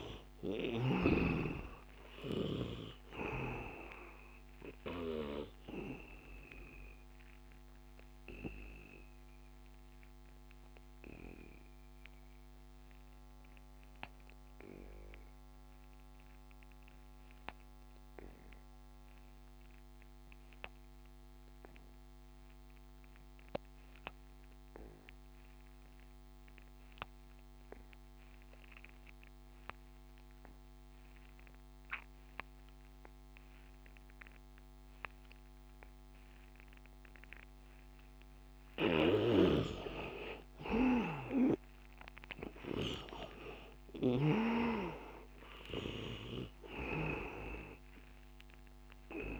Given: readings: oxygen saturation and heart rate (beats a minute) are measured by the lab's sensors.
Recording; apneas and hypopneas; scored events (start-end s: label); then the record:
breathing in sleep by a microphone on the trachea; 1
0.00-1.00 s: snoring (device-marked)
0.00-20.50 s: oxygen desaturation (device-marked, oxygen 80% lowest, heart rate 79 extreme)
6.00-39.00 s: obstructive apnea (oxygen 99% before, 74% lowest, heart rate 86 before, 79 extreme, up 13 after)
26.50-49.40 s: oxygen desaturation (device-marked, oxygen 100% before, 74% lowest, heart rate 88 before, 79 extreme)
39.00-44.50 s: snoring (device-marked)
42.00-46.00 s: arousal
From the record:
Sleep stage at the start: N2 (light sleep); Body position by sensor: on the back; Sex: male